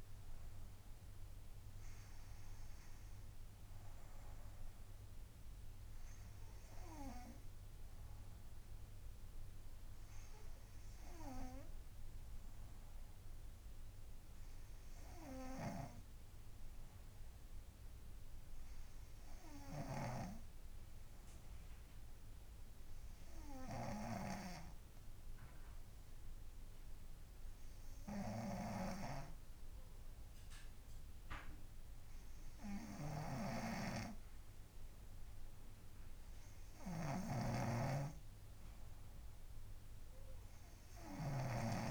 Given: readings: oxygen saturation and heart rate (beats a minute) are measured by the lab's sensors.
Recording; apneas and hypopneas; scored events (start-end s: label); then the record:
breathing in sleep by a room microphone; 1
22.50-36.00 s: hypopnea (oxygen 97% before, 95% lowest, heart rate 65 before, 62 extreme, up 4 after)
37.50-41.91 s: snoring (device-marked)
From the record:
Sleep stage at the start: N2 (light sleep); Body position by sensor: on the right side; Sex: female